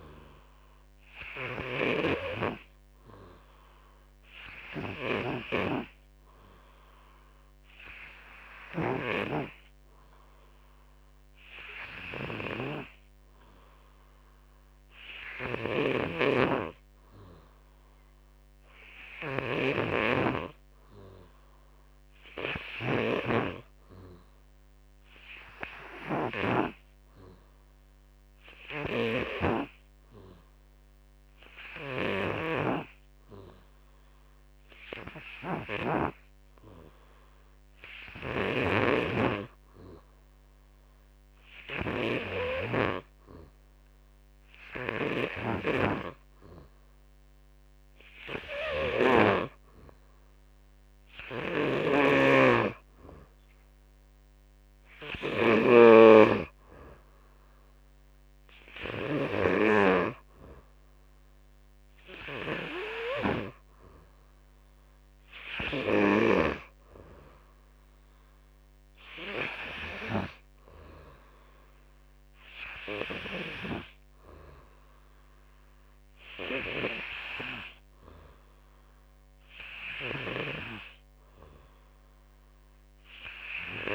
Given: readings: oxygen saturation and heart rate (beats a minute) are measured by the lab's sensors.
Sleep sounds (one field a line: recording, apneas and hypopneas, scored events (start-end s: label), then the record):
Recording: breathing in sleep by a microphone on the trachea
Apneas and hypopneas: none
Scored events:
0.00-19.50 s: oxygen desaturation (device-marked, oxygen 92% lowest, heart rate 54 extreme)
33.50-83.95 s: new sleep stage, N3 (deep sleep)
38.50-42.50 s: snoring (device-marked)
51.00-59.00 s: snoring (device-marked)
From the record:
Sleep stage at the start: N2 (light sleep)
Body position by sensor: on the back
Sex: male